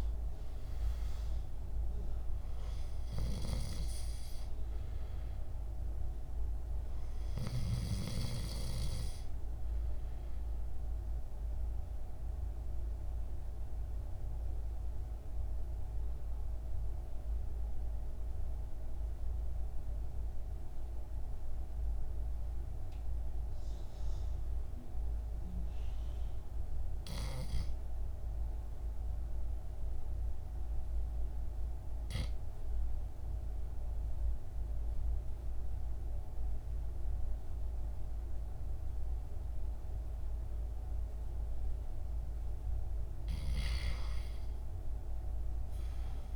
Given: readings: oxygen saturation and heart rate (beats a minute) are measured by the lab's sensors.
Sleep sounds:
breathing in sleep by a room microphone; 1
6.00-31.00 s: oxygen desaturation (device-marked, oxygen 99% before, 89% lowest, heart rate 63 before, 55 extreme)
11.50-42.00 s: mixed apnea (oxygen 99% before, 85% lowest, heart rate 64 before, 55 extreme, up 2 after)
43.00-46.36 s: arousal
43.00-46.36 s: new sleep stage, REM sleep
45.00-46.36 s: oxygen desaturation (device-marked, oxygen 98% before, 85% lowest, heart rate 59 before, 58 extreme)
From the record:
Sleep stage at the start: N2 (light sleep); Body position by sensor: on the back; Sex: male

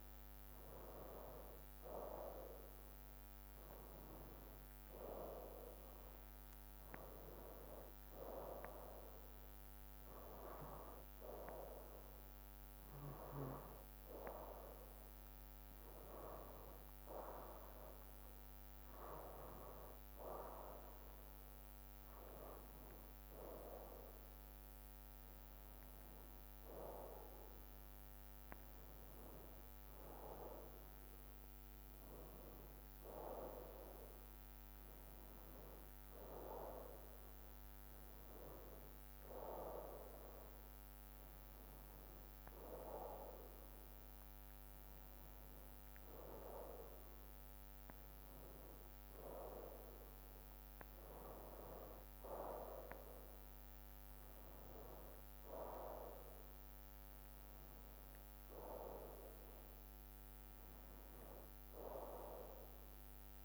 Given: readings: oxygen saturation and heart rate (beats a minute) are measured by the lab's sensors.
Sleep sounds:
breathing in sleep by a microphone on the trachea; none
19.00-63.45 s: new sleep stage, N2 (light sleep)
From the record:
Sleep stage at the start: N1 (lightest sleep); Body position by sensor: on the right side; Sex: male

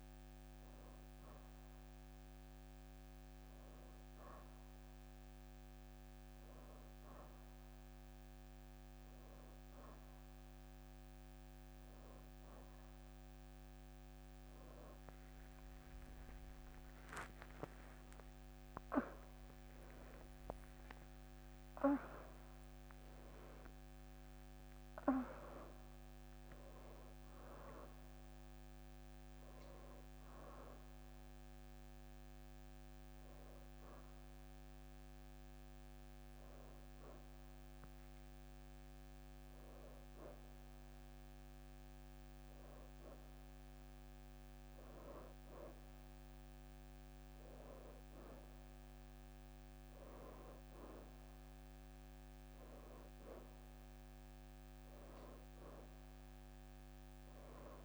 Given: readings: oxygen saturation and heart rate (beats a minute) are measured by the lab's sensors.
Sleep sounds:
breathing in sleep by a microphone on the trachea; none
14.50-16.50 s: leg movement (device-marked)
15.50-21.00 s: arousal
49.50-57.85 s: oxygen desaturation (device-marked, oxygen 95% before, 90% lowest, heart rate 82 before, 83 extreme)
50.50-53.50 s: leg movement (device-marked)
From the record:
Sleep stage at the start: N1 (lightest sleep); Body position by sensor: on the back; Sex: female

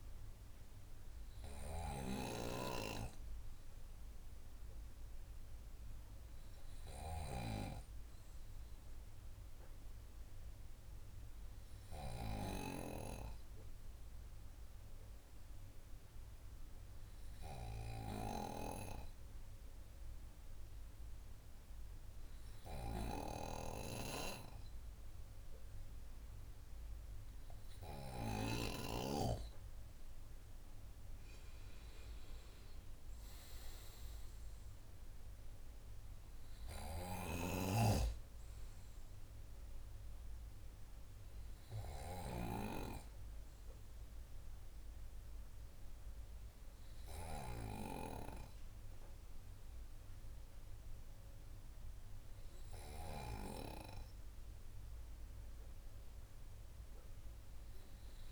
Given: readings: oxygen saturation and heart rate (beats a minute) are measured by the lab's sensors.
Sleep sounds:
breathing in sleep by a room microphone; 1
13.00-26.00 s: hypopnea (oxygen 97% before, 95% lowest, heart rate 104 before, 54 extreme, up 0 after)
31.00-34.00 s: arousal
From the record:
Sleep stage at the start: N2 (light sleep); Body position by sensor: on the right side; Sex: male

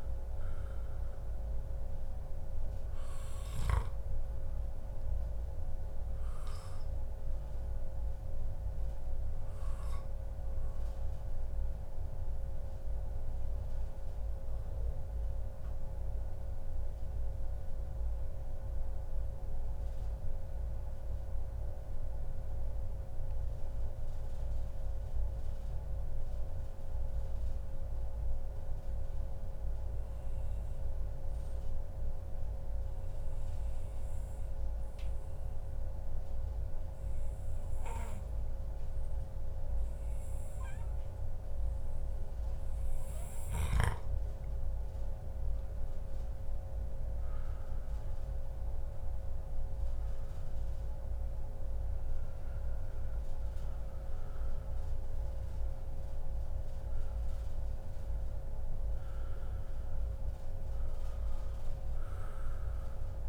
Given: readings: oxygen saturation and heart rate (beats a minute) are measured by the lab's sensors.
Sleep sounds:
breathing in sleep, hard to hear, by a room microphone; 1
0.00-24.00 s: oxygen desaturation (device-marked, oxygen 91% lowest, heart rate 96 extreme)
3.00-5.00 s: long interval between heartbeats (device-marked, heart rate 140 before, 133 extreme)
5.50-7.50 s: long interval between heartbeats (device-marked, heart rate 140 before, 115 extreme)
11.00-44.00 s: mixed apnea (oxygen 97% before, 91% lowest, heart rate 130 before, 96 extreme, up 47 after)
29.50-31.50 s: long interval between heartbeats (device-marked, heart rate 103 before, 117 extreme)
35.50-37.50 s: long interval between heartbeats (device-marked, heart rate 109 before, 115 extreme)
40.00-42.00 s: long interval between heartbeats (device-marked, heart rate 110 before, 96 extreme)
45.00-63.00 s: oxygen desaturation (device-marked, oxygen 98% before, 91% lowest, heart rate 109 before, 140 extreme)
47.00-51.50 s: arousal
From the record:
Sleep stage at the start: N2 (light sleep); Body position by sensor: on the back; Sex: male

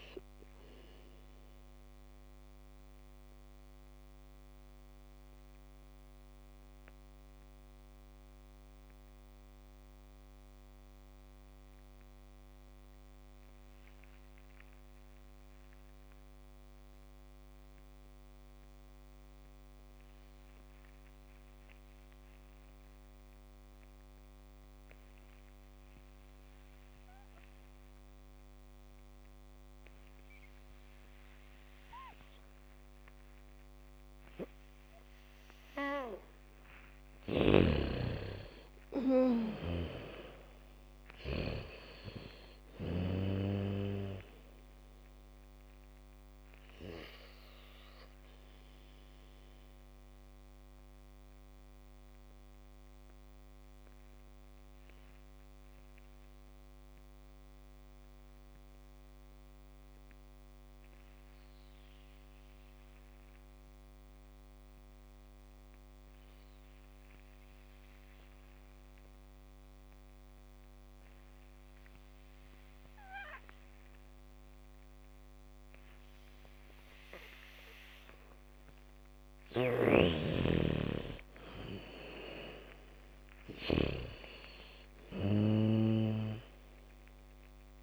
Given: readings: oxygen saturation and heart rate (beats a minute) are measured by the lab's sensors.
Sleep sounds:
breathing in sleep by a microphone on the trachea; 2
0.00-14.50 s: oxygen desaturation (device-marked, oxygen 76% lowest, heart rate 45 extreme)
0.50-35.50 s: mixed apnea (oxygen 99% before, 75% lowest, heart rate 60 before, 54 extreme, up 11 after)
30.50-37.50 s: bradycardia (device-marked, heart rate 69 before, 55 extreme)
30.50-63.50 s: oxygen desaturation (device-marked, oxygen 98% before, 75% lowest, heart rate 72 before, 40 extreme)
38.00-43.00 s: arousal
47.00-79.00 s: mixed apnea (oxygen 99% before, 75% lowest, heart rate 63 before, 40 extreme, up 10 after)
69.50-87.83 s: oxygen desaturation (device-marked, oxygen 99% before, 77% lowest, heart rate 77 before, 40 extreme)
72.50-84.50 s: bradycardia (device-marked, heart rate 69 before, 40 extreme)
80.00-84.50 s: snoring (device-marked)
81.00-85.00 s: arousal
From the record:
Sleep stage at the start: N2 (light sleep); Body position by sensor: on the back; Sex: female

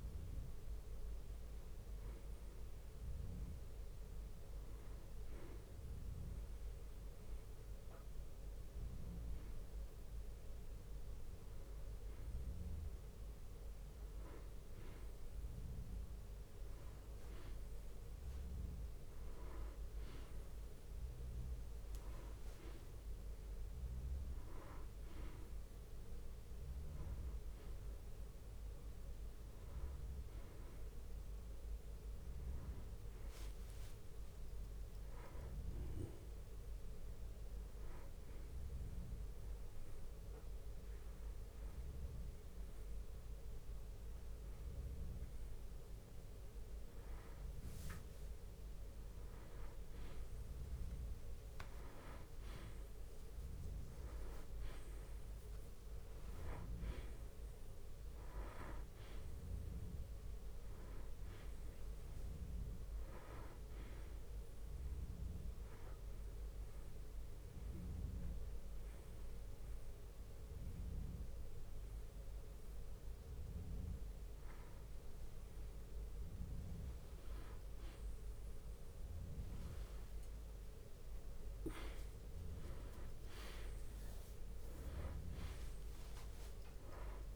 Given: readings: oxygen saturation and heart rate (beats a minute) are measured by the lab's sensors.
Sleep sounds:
breathing in sleep by a room microphone; 2
6.00-18.00 s: bradycardia (device-marked, heart rate 61 before, 51 extreme)
21.50-23.50 s: long interval between heartbeats (device-marked, heart rate 59 before, 65 extreme)
28.00-35.00 s: bradycardia (device-marked, heart rate 61 before, 57 extreme)
32.00-36.00 s: arousal
38.00-48.00 s: obstructive apnea (oxygen 96% before, 93% lowest, heart rate 62 before, 51 extreme, up 2 after)
40.00-63.00 s: bradycardia (device-marked, heart rate 61 before, 51 extreme)
50.00-54.00 s: arousal
65.50-76.50 s: obstructive apnea (oxygen 96% before, 93% lowest, heart rate 57 before, 44 extreme, up 0 after)
75.00-82.00 s: bradycardia (device-marked, heart rate 61 before, 48 extreme)
77.00-85.00 s: drop in pulse transit time (device-marked, heart rate 61 before, 44 extreme)
79.00-81.00 s: long interval between heartbeats (device-marked, heart rate 61 before, 54 extreme)
80.00-85.50 s: arousal
81.50-83.50 s: long interval between heartbeats (device-marked, heart rate 60 before, 48 extreme)
84.00-87.36 s: tachycardia (device-marked, heart rate 61 before, 171 extreme)
85.00-87.00 s: long interval between heartbeats (device-marked, heart rate 58 before, 61 extreme)
From the record:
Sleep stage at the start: N2 (light sleep); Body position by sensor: on the back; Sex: male

